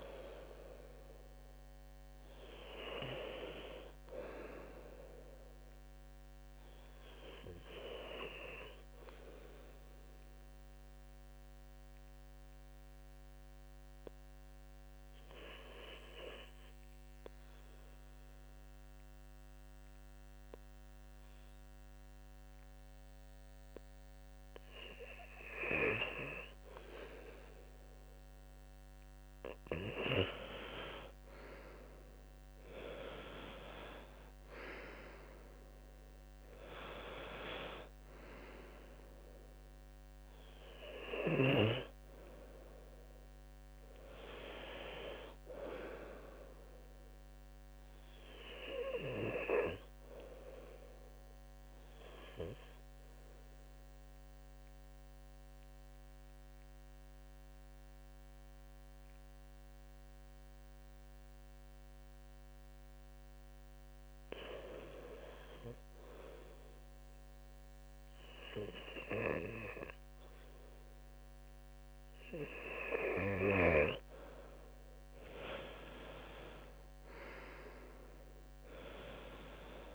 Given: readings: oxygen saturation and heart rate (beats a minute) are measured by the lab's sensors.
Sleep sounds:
breathing in sleep by a microphone on the trachea; 2
0.00-16.00 s: oxygen desaturation (device-marked, oxygen 97% before, 86% lowest, heart rate 68 before, 68 extreme)
8.50-25.50 s: obstructive apnea (oxygen 94% before, 86% lowest, heart rate 75 before, 69 extreme, up 7 after)
30.50-35.50 s: arousal
48.50-72.00 s: hypopnea (oxygen 98% before, 93% lowest, heart rate 75 before, 71 extreme, up 14 after)
74.00-78.00 s: arousal
From the record:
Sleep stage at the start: REM sleep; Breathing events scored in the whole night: 277 in 3.8 hours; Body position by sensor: on the left side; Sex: male

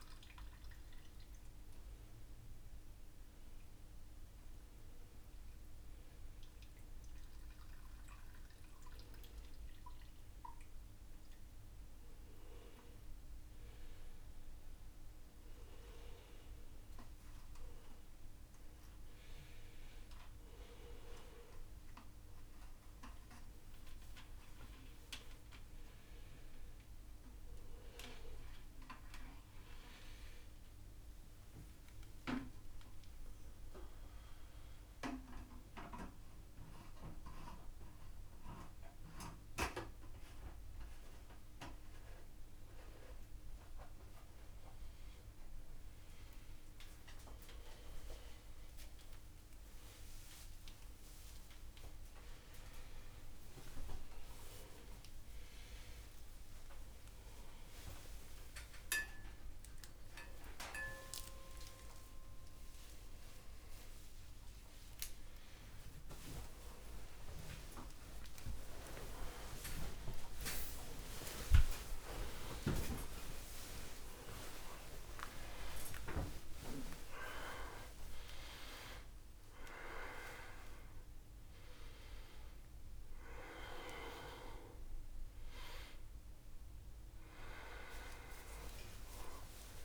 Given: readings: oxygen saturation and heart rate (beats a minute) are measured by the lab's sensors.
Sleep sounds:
a person awake in a sleep study, by a room microphone; none
31.00-33.00 s: tachycardia (device-marked, heart rate 70 before, 98 extreme)
From the record:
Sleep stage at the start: awake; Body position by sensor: upright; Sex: male

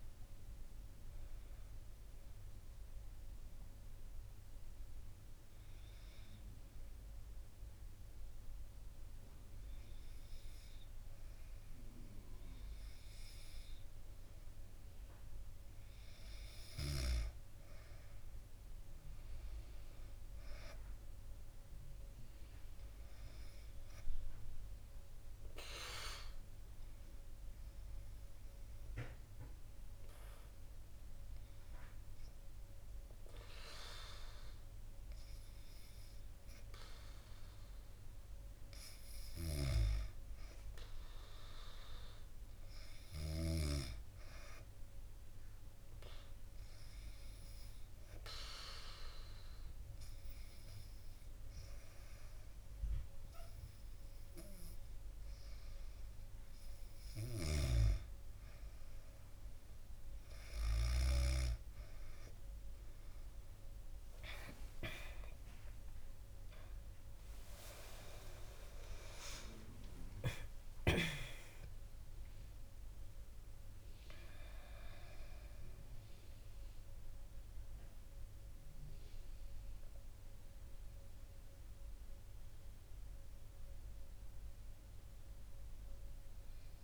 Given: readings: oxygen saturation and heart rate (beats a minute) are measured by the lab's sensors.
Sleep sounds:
breathing in sleep by a room microphone; 3
5.50-16.50 s: obstructive apnea (oxygen 98% before, 93% lowest, heart rate 74 before, 63 extreme, up 1 after)
18.50-22.00 s: arousal
26.50-37.50 s: hypopnea (oxygen 99% before, 93% lowest, heart rate 65 before, 63 extreme, up 2 after)
39.00-43.50 s: snoring (device-marked)
39.50-43.50 s: arousal
46.00-56.50 s: obstructive apnea (oxygen 99% before, 93% lowest, heart rate 64 before, 68 extreme, up 5 after)
57.00-61.00 s: snoring (device-marked)
64.00-70.50 s: arousal
69.50-86.84 s: oxygen desaturation (device-marked, oxygen 97% before, 93% lowest, heart rate 71 before, 60 extreme)
From the record:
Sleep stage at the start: N2 (light sleep); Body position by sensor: on the back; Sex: female

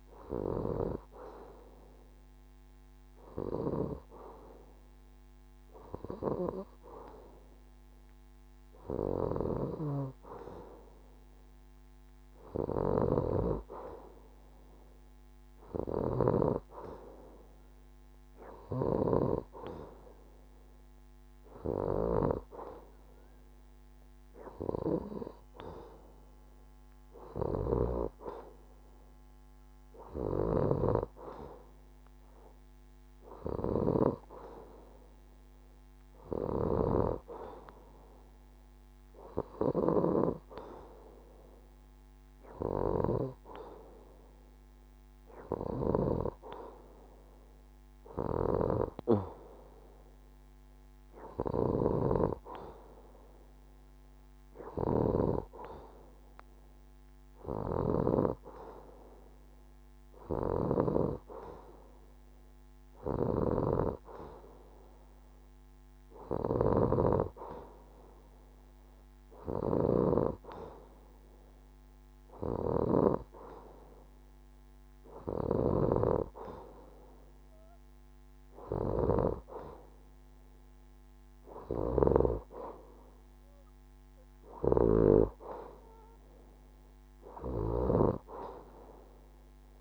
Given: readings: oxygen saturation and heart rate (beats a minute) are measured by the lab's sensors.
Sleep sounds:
breathing in sleep by a microphone on the trachea; none
none scored
From the record:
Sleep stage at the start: N2 (light sleep); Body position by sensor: on the left side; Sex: female

